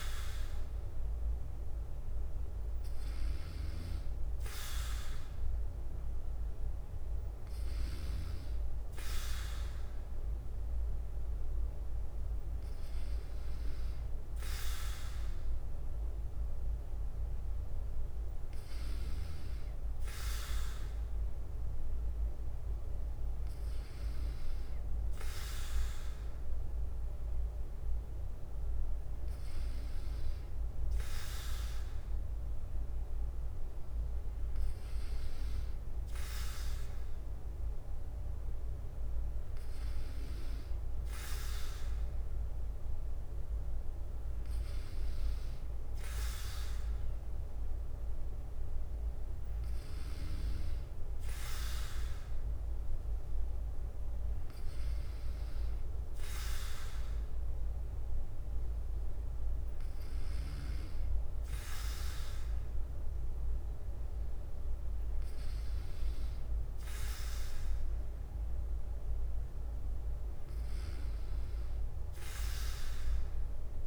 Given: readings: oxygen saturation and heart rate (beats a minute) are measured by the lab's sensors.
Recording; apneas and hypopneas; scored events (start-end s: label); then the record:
breathing in sleep by a room microphone; none
7.00-35.00 s: bradycardia (device-marked, heart rate 58 before, 55 extreme)
63.00-67.00 s: bradycardia (device-marked, heart rate 58 before, 59 extreme)
From the record:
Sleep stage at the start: N2 (light sleep); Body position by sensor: on the back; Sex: male